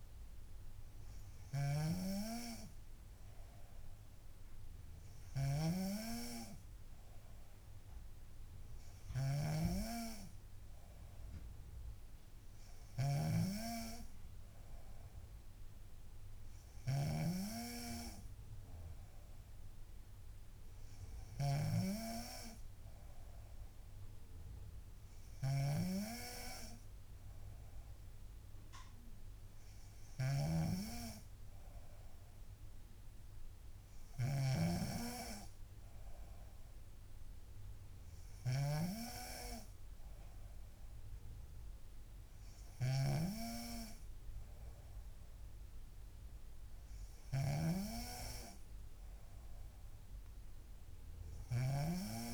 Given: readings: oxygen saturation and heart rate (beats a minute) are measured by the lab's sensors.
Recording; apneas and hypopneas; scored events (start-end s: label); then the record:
breathing in sleep by a room microphone; none
0.00-52.34 s: snoring (device-marked)
From the record:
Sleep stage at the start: N3 (deep sleep); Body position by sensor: on the back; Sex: female